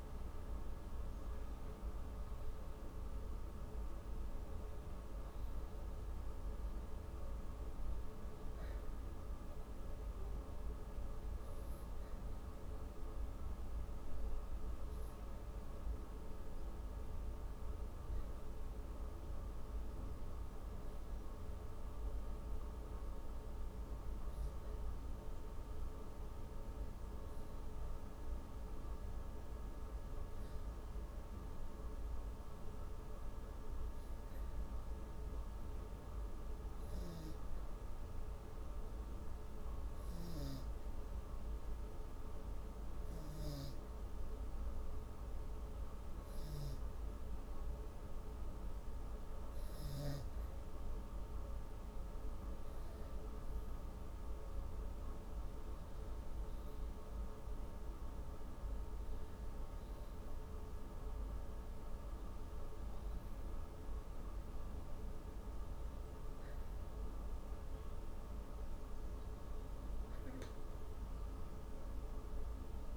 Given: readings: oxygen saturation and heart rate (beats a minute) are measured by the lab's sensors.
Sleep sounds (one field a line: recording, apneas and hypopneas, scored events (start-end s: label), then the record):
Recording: breathing in sleep, hard to hear, by a room microphone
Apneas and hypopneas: 1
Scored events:
0.00-10.00 s: oxygen desaturation (device-marked, oxygen 97% before, 90% lowest, heart rate 134 before, 87 extreme)
13.50-48.00 s: hypopnea (oxygen 98% before, 95% lowest, heart rate 141 before, 89 extreme, up 7 after)
36.00-53.00 s: oxygen desaturation (device-marked, oxygen 99% before, 95% lowest, heart rate 118 before, 89 extreme)
56.50-61.00 s: arousal
From the record:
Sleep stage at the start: N2 (light sleep)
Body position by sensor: on the back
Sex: female